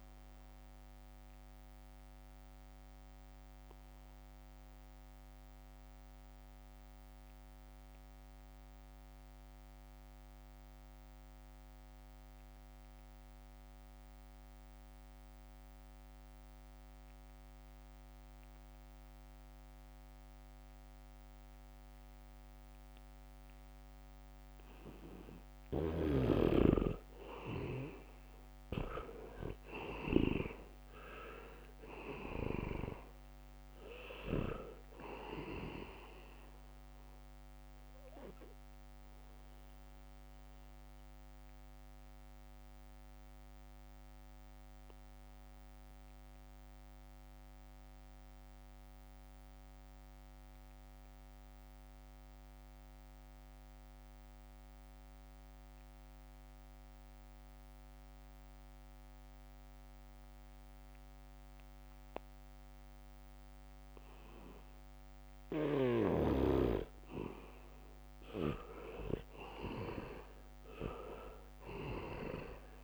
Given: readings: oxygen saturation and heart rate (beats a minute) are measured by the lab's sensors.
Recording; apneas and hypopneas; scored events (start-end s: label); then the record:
breathing in sleep by a microphone on the trachea; 2
0.00-13.50 s: oxygen desaturation (device-marked, oxygen 78% lowest, heart rate 66 extreme)
1.50-5.50 s: leg movement (device-marked)
2.00-25.00 s: mixed apnea (oxygen 99% before, 78% lowest, heart rate 69 before, 68 extreme)
18.00-24.50 s: leg movement (device-marked)
23.50-51.50 s: oxygen desaturation (device-marked, oxygen 98% before, 78% lowest, heart rate 73 before, 66 extreme)
26.00-30.50 s: snoring (device-marked)
27.50-31.50 s: arousal
40.50-67.50 s: mixed apnea (oxygen 98% before, 78% lowest, heart rate 71 before, 66 extreme, up 3 after)
63.50-72.84 s: oxygen desaturation (device-marked, oxygen 99% before, 79% lowest, heart rate 74 before, 65 extreme)
68.50-71.50 s: arousal
From the record:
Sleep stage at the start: N2 (light sleep); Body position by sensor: on the back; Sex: male